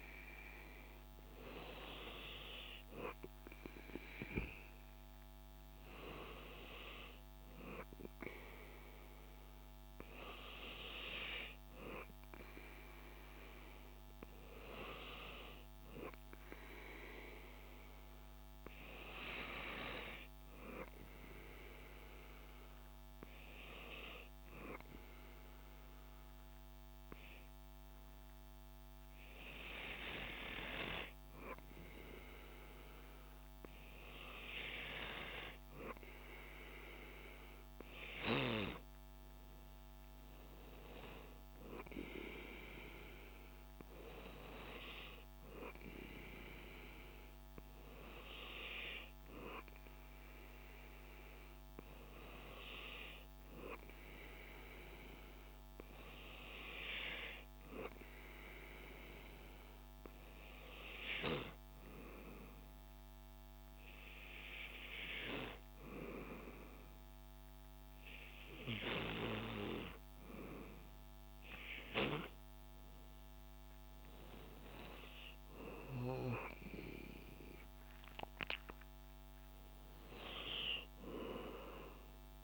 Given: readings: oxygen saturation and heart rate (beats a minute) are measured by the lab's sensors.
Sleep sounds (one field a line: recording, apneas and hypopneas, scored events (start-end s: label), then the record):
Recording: breathing in sleep by a microphone on the trachea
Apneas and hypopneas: 2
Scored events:
22.00-34.50 s: hypopnea (oxygen 97% before, 95% lowest, heart rate 70 before, 66 extreme, up 11 after)
36.50-40.50 s: arousal
39.00-61.00 s: oxygen desaturation (device-marked, oxygen 98% before, 95% lowest, heart rate 67 before, 66 extreme)
51.50-69.50 s: hypopnea (oxygen 99% before, 95% lowest, heart rate 72 before, 64 extreme, up 13 after)
75.00-79.00 s: arousal
From the record:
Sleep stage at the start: N2 (light sleep)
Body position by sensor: on the back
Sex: male